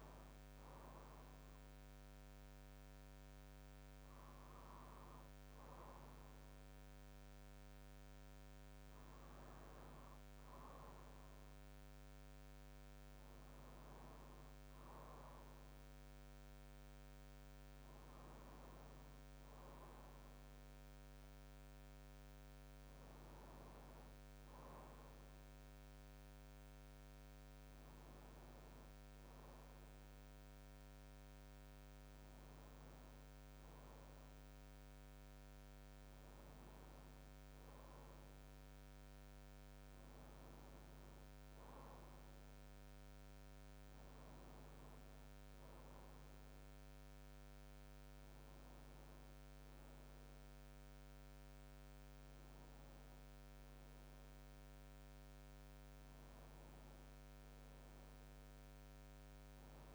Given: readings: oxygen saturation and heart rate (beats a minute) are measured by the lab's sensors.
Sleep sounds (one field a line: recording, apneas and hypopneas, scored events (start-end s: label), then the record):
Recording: a person partly awake in a sleep study, hard to hear, by a microphone on the trachea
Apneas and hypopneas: none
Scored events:
15.00-45.00 s: new sleep stage, N1 (lightest sleep)
25.00-30.00 s: arousal
45.00-59.95 s: new sleep stage, N2 (light sleep)
From the record:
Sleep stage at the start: awake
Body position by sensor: on the back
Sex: male